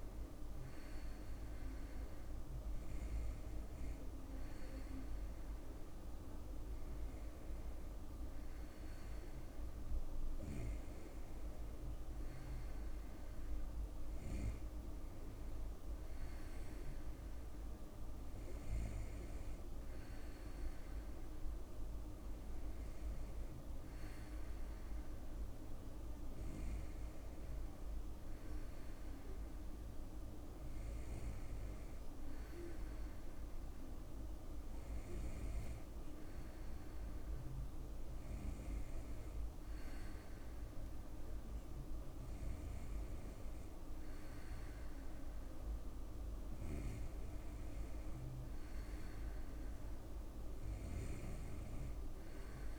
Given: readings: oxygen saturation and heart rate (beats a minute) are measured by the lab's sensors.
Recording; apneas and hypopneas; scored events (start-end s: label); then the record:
breathing in sleep, hard to hear, by a room microphone; none
none scored
From the record:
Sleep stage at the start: N2 (light sleep); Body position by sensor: on the right side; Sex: male